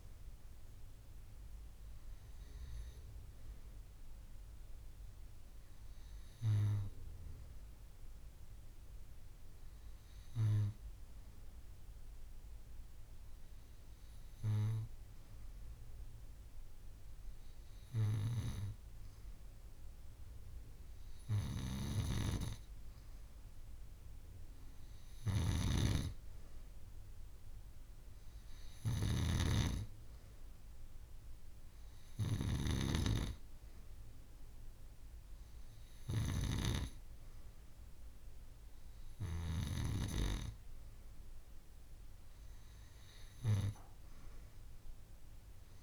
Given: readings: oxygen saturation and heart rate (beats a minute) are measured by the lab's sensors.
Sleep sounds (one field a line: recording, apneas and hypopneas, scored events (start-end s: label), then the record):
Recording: breathing in sleep by a room microphone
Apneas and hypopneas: none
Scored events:
none scored
From the record:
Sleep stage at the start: N2 (light sleep)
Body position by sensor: on the back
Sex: female